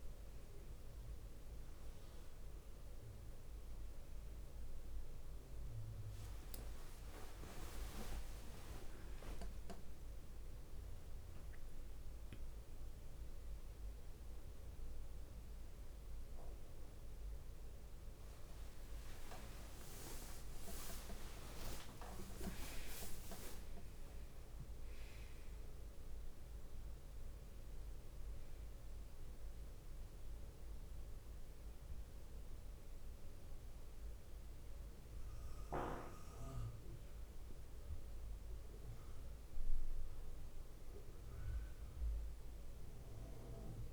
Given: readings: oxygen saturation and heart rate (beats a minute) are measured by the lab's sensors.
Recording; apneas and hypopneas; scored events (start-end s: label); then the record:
a person awake in a sleep study, by a room microphone; none
none scored
From the record:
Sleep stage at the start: awake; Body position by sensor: on the back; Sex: female